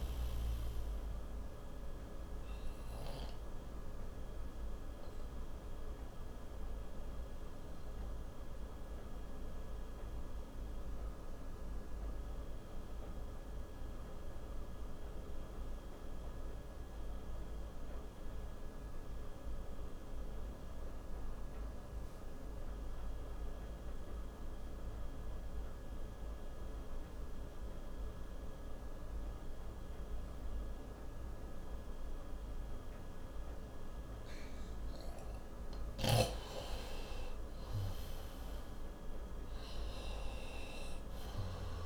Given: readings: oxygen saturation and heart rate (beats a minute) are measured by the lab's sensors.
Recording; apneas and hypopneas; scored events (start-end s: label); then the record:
breathing in sleep, hard to hear, by a room microphone; 1
0.00-21.50 s: oxygen desaturation (device-marked, oxygen 89% lowest, heart rate 54 extreme)
1.00-34.50 s: obstructive apnea (oxygen 98% before, 89% lowest, heart rate 65 before, 54 extreme, up 8 after)
36.50-41.00 s: arousal
36.50-41.86 s: oxygen desaturation (device-marked, oxygen 97% before, 90% lowest, heart rate 59 before, 56 extreme)
From the record:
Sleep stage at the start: N2 (light sleep); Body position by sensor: on the right side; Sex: male